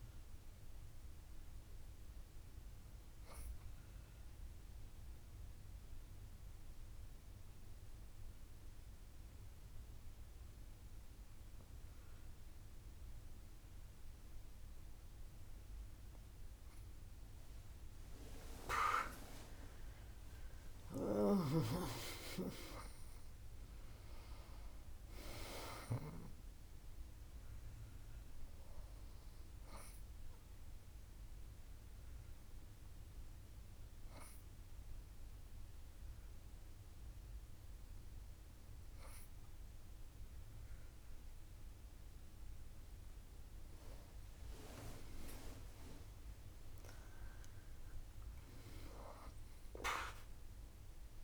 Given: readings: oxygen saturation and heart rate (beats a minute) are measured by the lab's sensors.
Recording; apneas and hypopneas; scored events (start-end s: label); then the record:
breathing in sleep by a room microphone; 2
5.00-16.50 s: obstructive apnea (oxygen 99% before, 97% lowest, heart rate 66 before, 62 extreme, up 7 after)
19.50-23.00 s: arousal
30.00-43.00 s: hypopnea (oxygen 98% before, 97% lowest, heart rate 66 before, 60 extreme, up 9 after)
45.00-48.50 s: arousal
From the record:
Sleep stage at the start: N2 (light sleep); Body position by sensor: on the back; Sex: female